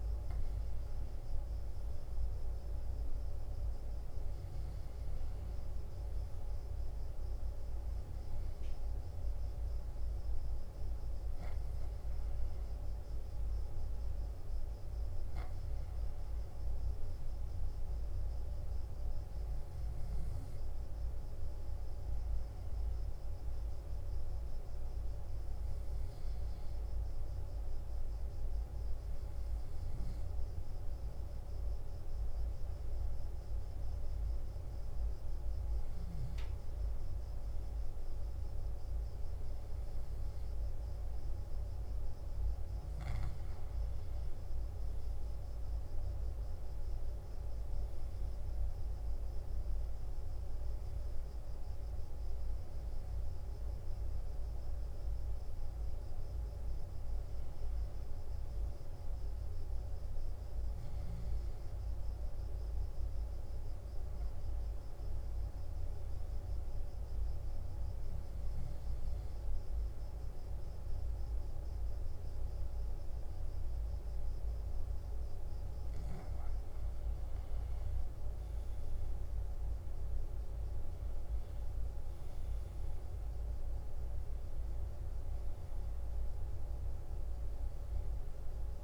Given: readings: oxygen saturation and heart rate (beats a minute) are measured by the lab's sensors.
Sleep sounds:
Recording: breathing in sleep, hard to hear, by a room microphone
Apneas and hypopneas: 1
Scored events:
47.50-51.50 s: arousal
66.50-76.50 s: hypopnea (oxygen 94% before, 90% lowest, heart rate 65 before, 61 extreme, up 3 after)
78.50-82.50 s: arousal
From the record:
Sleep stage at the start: N2 (light sleep)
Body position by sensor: on the back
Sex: male

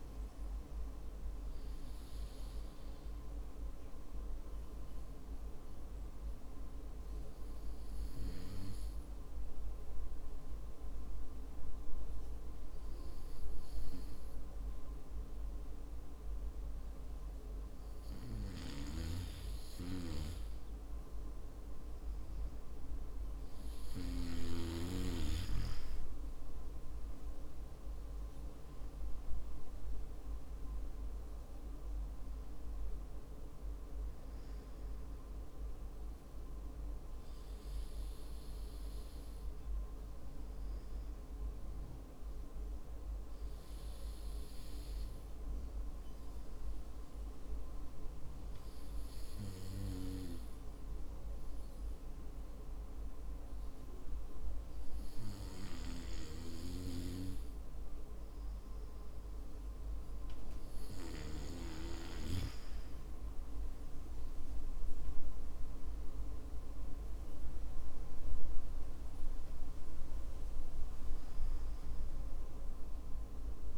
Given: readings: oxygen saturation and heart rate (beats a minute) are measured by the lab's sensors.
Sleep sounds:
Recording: breathing in sleep by a room microphone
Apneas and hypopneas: 2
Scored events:
3.00-20.50 s: hypopnea (oxygen 95% before, 92% lowest, heart rate 60 before, 52 extreme, up 5 after)
25.00-29.50 s: arousal
44.00-59.50 s: hypopnea (oxygen 94% before, 93% lowest, heart rate 57 before, 53 extreme, up 10 after)
63.50-67.50 s: arousal
From the record:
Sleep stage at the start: N2 (light sleep)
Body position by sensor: on the back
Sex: male

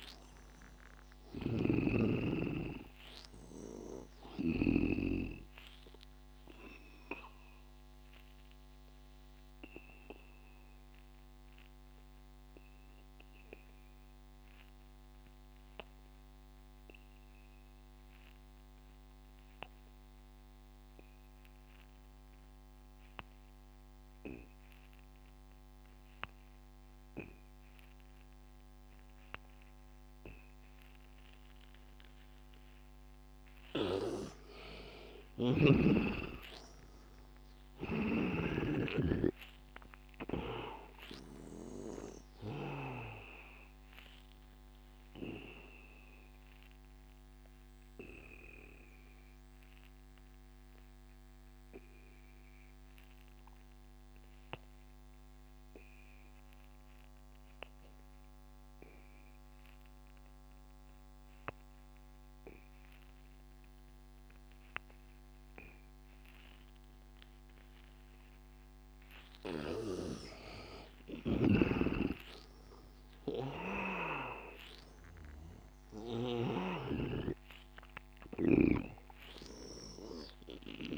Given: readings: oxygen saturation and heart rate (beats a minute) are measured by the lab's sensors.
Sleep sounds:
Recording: breathing in sleep by a microphone on the trachea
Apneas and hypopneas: 2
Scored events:
0.00-5.00 s: snoring (device-marked)
0.00-18.50 s: oxygen desaturation (device-marked, oxygen 82% lowest, heart rate 82 extreme)
6.00-32.50 s: obstructive apnea (oxygen 100% before, 78% lowest, heart rate 89 before, 82 extreme, up 12 after)
27.50-56.50 s: oxygen desaturation (device-marked, oxygen 100% before, 78% lowest, heart rate 86 before, 84 extreme)
34.00-42.00 s: snoring (device-marked)
34.50-38.00 s: arousal
44.50-69.00 s: obstructive apnea (oxygen 100% before, 78% lowest, heart rate 88 before, 85 extreme, up 8 after)
67.50-80.98 s: oxygen desaturation (device-marked, oxygen 100% before, 80% lowest, heart rate 91 before, 78 extreme)
69.50-80.98 s: snoring (device-marked)
72.00-74.50 s: arousal
From the record:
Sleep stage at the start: N2 (light sleep)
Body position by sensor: on the back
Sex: male

